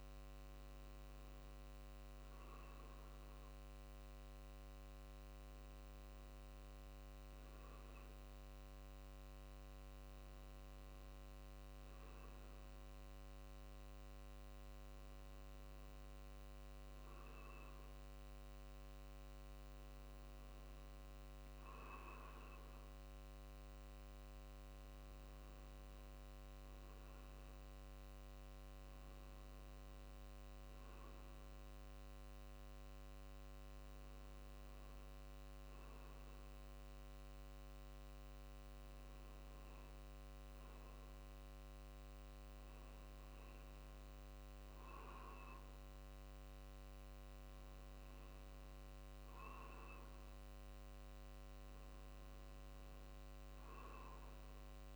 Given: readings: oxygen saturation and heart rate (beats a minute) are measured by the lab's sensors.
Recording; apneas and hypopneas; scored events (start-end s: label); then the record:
breathing in sleep, hard to hear, by a microphone on the trachea; none
0.00-6.50 s: drop in pulse transit time (device-marked, heart rate 49 extreme)
17.50-22.00 s: arousal
37.50-54.95 s: new sleep stage, N2 (light sleep)
From the record:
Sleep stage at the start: N1 (lightest sleep); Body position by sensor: on the right side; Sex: male